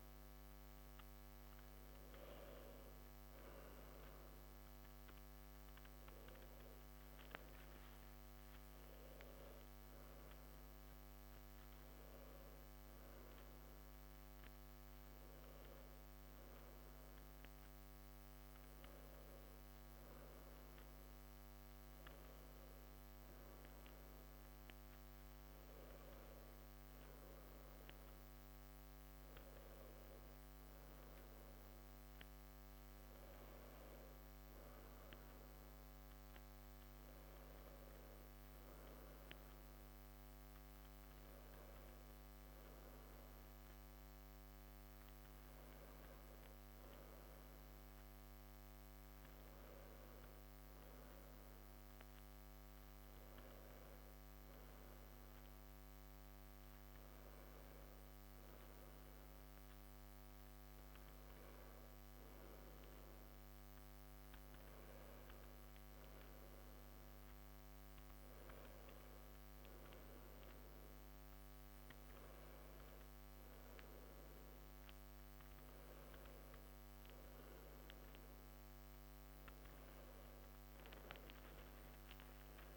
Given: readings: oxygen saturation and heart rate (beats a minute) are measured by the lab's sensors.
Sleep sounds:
breathing in sleep, hard to hear, by a microphone on the trachea; none
none scored
From the record:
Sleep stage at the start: N1 (lightest sleep); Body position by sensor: on the back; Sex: male

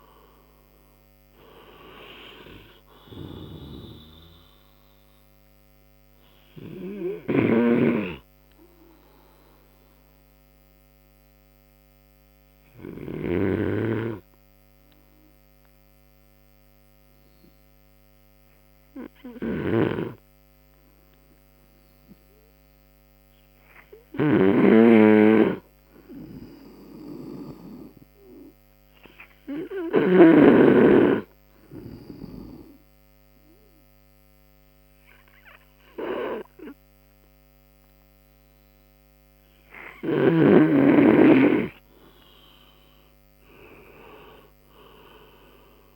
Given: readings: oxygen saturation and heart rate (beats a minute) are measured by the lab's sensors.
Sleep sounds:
breathing in sleep by a microphone on the trachea; 1
0.00-19.50 s: oxygen desaturation (device-marked, oxygen 90% lowest, heart rate 58 extreme)
5.50-41.00 s: obstructive apnea (oxygen 95% before, 88% lowest, heart rate 76 before, 57 extreme, up 24 after)
29.50-45.96 s: oxygen desaturation (device-marked, oxygen 98% before, 88% lowest, heart rate 64 before, 57 extreme)
43.50-45.96 s: arousal
From the record:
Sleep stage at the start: N2 (light sleep); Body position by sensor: on the right side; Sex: male

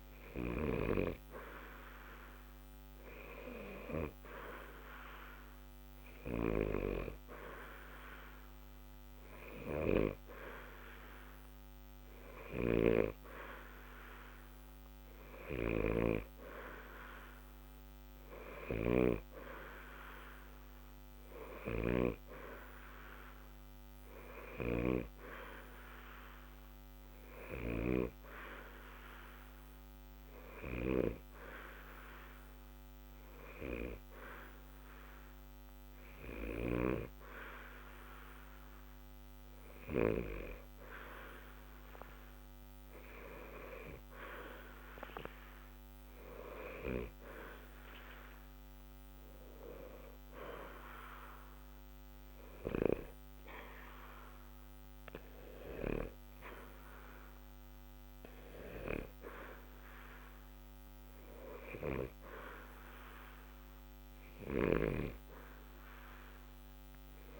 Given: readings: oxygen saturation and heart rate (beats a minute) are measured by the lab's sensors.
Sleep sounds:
breathing in sleep by a microphone on the trachea; none
none scored
From the record:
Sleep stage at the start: N2 (light sleep); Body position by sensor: on the back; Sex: male

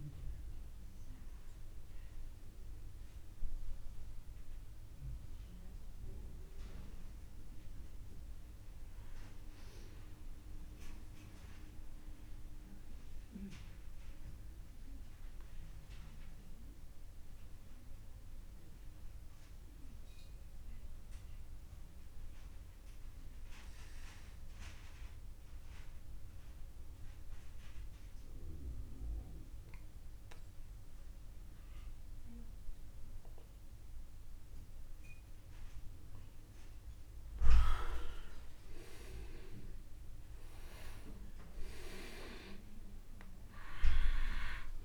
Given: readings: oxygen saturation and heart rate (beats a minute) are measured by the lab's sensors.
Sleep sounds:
breathing in sleep by a room microphone; 1
0.00-20.00 s: oxygen desaturation (device-marked, oxygen 89% lowest, heart rate 26 extreme)
12.00-36.50 s: obstructive apnea (oxygen 98% before, 89% lowest, heart rate 46 before, 36 extreme, up 4 after)
26.00-28.00 s: tachycardia (device-marked, heart rate 44 before, 79 extreme)
38.50-42.00 s: arousal
42.00-44.85 s: oxygen desaturation (device-marked, oxygen 99% before, 92% lowest, heart rate 69 before, 27 extreme)
From the record:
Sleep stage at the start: N2 (light sleep); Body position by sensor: on the back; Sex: male

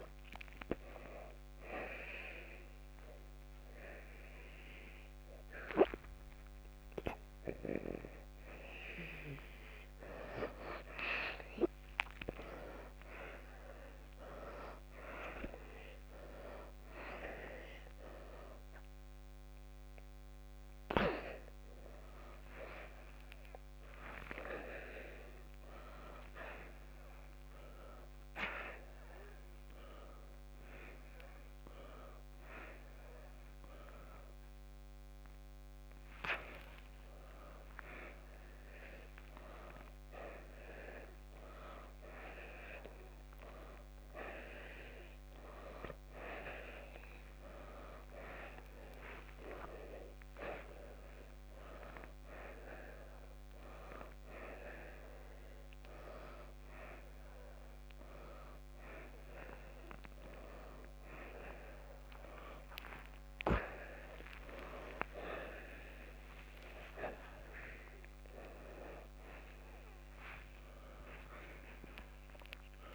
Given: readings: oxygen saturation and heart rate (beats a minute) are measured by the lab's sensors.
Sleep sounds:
a person awake in a sleep study, by a microphone on the trachea; none
2.00-7.00 s: oxygen desaturation (device-marked, oxygen 91% before, 87% lowest, heart rate 157 before, 90 extreme)
24.00-35.00 s: oxygen desaturation (device-marked, oxygen 90% before, 81% lowest, heart rate 120 before, 79 extreme)
59.00-63.00 s: oxygen desaturation (device-marked, oxygen 89% before, 86% lowest, heart rate 126 before, 89 extreme)
From the record:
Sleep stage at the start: awake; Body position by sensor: upright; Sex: male

